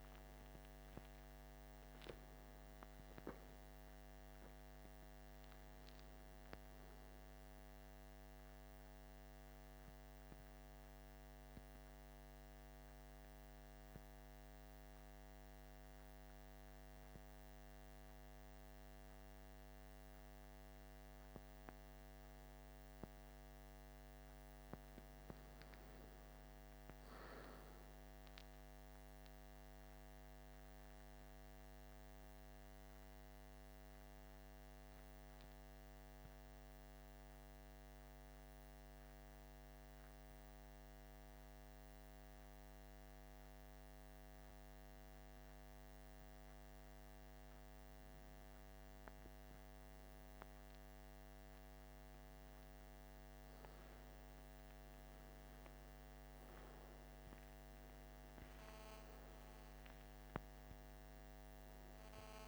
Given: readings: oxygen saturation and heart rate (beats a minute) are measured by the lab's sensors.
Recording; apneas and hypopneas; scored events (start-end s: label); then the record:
breathing in sleep, hard to hear, by a microphone on the trachea; 1
3.00-7.50 s: arousal
9.50-62.48 s: new sleep stage, N2 (light sleep)
33.00-48.50 s: obstructive apnea (oxygen 97% before, 94% lowest, heart rate 59 before, 58 extreme, up 2 after)
55.50-59.00 s: arousal
From the record:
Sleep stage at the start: N1 (lightest sleep); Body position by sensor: on the back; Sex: male